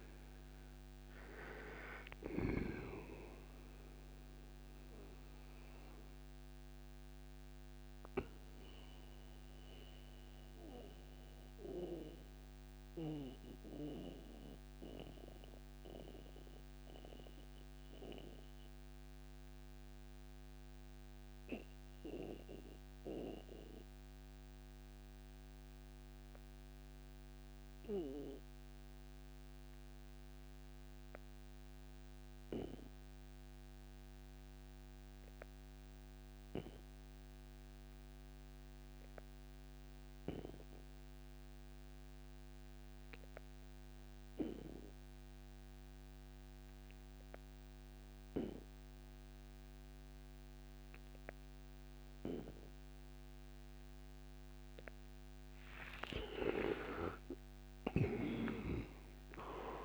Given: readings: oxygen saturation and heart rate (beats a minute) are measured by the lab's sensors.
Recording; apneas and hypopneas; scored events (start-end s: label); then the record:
breathing in sleep by a microphone on the trachea; 1
0.00-24.50 s: oxygen desaturation (device-marked, oxygen 79% lowest, heart rate 58 extreme)
4.50-55.00 s: mixed apnea (oxygen 99% before, 73% lowest, heart rate 68 before, 58 extreme, up 48 after)
38.50-59.85 s: oxygen desaturation (device-marked, oxygen 99% before, 73% lowest, heart rate 59 before, 58 extreme)
56.50-59.85 s: arousal
From the record:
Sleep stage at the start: N2 (light sleep); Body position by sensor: on the right side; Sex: male